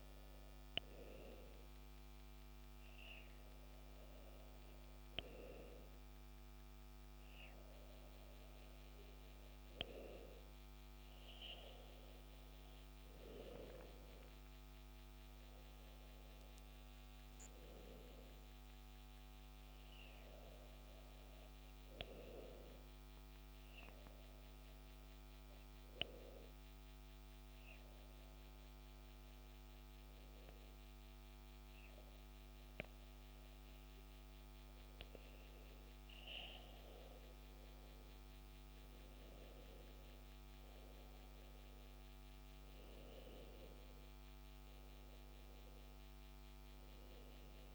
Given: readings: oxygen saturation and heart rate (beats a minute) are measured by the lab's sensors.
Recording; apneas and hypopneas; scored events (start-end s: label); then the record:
breathing in sleep by a microphone on the trachea; 1
22.00-34.50 s: obstructive apnea (oxygen 97% before, 94% lowest, heart rate 70 before, 67 extreme, up 11 after)
36.00-40.00 s: arousal
From the record:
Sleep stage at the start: N2 (light sleep); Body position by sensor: on the back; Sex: male